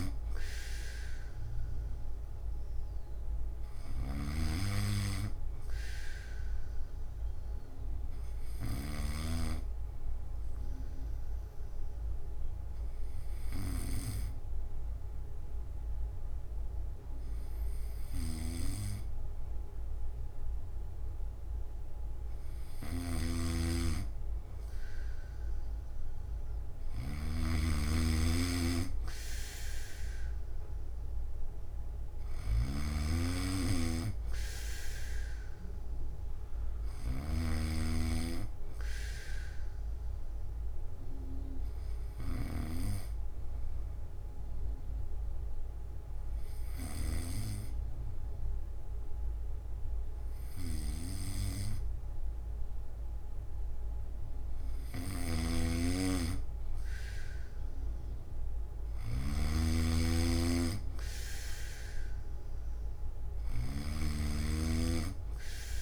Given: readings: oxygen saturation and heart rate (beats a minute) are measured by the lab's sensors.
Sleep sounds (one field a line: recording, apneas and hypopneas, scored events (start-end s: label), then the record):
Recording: breathing in sleep by a room microphone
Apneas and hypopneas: none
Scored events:
0.00-9.00 s: snoring (device-marked)
18.00-37.00 s: snoring (device-marked)
55.00-65.82 s: snoring (device-marked)
58.00-65.82 s: new sleep stage, N3 (deep sleep)
From the record:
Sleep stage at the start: N2 (light sleep)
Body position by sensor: on the back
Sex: male